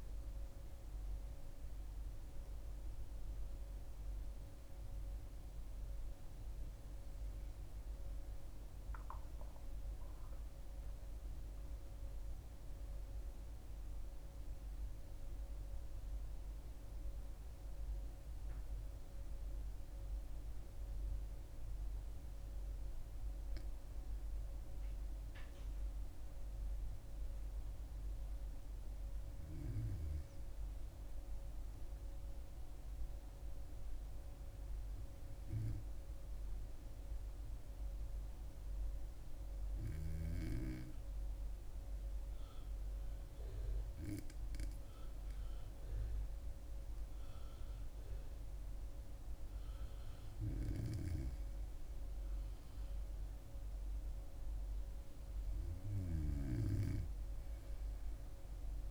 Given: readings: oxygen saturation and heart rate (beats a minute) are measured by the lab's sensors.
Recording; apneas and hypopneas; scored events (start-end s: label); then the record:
breathing in sleep by a room microphone; 1
0.00-15.50 s: oxygen desaturation (device-marked, oxygen 93% lowest, heart rate 64 extreme)
13.00-24.00 s: obstructive apnea (oxygen 97% before, 95% lowest, heart rate 68 before, 64 extreme, up 2 after)
26.00-29.50 s: arousal
From the record:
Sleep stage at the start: N2 (light sleep); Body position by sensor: on the back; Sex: female